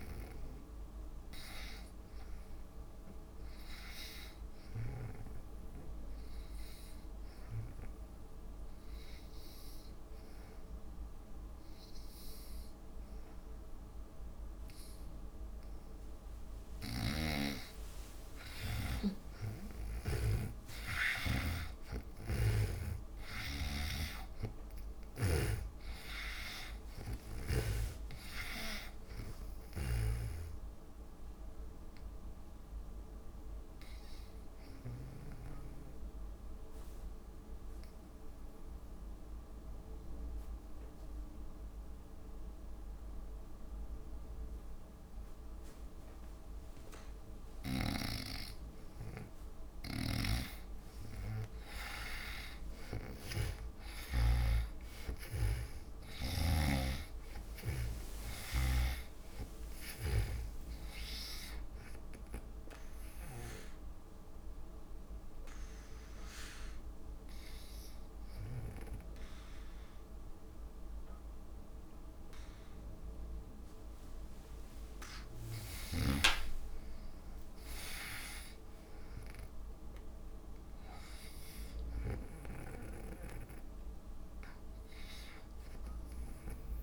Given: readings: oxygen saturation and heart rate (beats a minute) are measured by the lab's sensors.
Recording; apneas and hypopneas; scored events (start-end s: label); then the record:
breathing in sleep by a room microphone; 3
6.50-18.00 s: hypopnea (oxygen 97% before, 81% lowest)
15.50-35.50 s: oxygen desaturation (device-marked, oxygen 97% before, 84% lowest)
17.00-20.50 s: snoring (device-marked)
19.50-24.50 s: arousal
22.50-35.50 s: snoring (device-marked)
35.00-37.00 s: long interval between heartbeats (device-marked)
35.50-48.00 s: obstructive apnea (oxygen 97% before, 81% lowest)
50.50-57.00 s: snoring (device-marked)
52.00-56.50 s: arousal
52.50-68.50 s: oxygen desaturation (device-marked, oxygen 97% before, 81% lowest)
59.00-64.00 s: snoring (device-marked)
63.50-75.00 s: hypopnea (oxygen 97% before, 81% lowest)
76.00-80.50 s: arousal
From the record:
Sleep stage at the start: N2 (light sleep); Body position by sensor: on the back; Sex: female